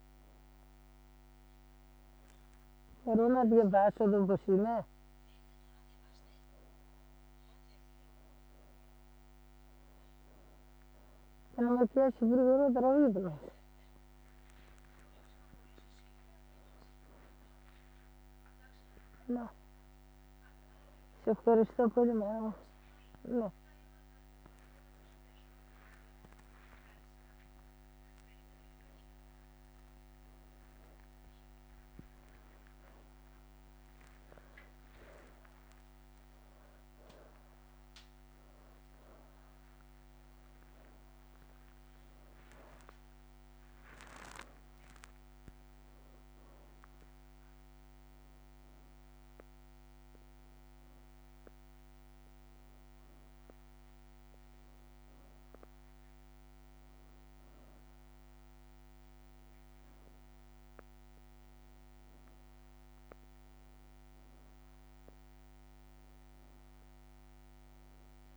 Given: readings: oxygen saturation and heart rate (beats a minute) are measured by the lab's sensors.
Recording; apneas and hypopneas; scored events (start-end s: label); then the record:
a person awake in a sleep study, by a microphone on the trachea; none
0.50-1.50 s: leg movement (device-marked)
9.50-11.50 s: leg movement (device-marked)
14.00-23.00 s: leg movement (device-marked)
26.00-27.50 s: leg movement (device-marked)
30.50-36.50 s: leg movement (device-marked)
38.50-50.50 s: oxygen desaturation (device-marked, oxygen 93% before, 89% lowest, heart rate 179 before, 136 extreme)
41.50-44.50 s: leg movement (device-marked)
49.00-51.50 s: leg movement (device-marked)
56.50-64.50 s: leg movement (device-marked)
From the record:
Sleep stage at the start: awake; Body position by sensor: on the back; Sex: female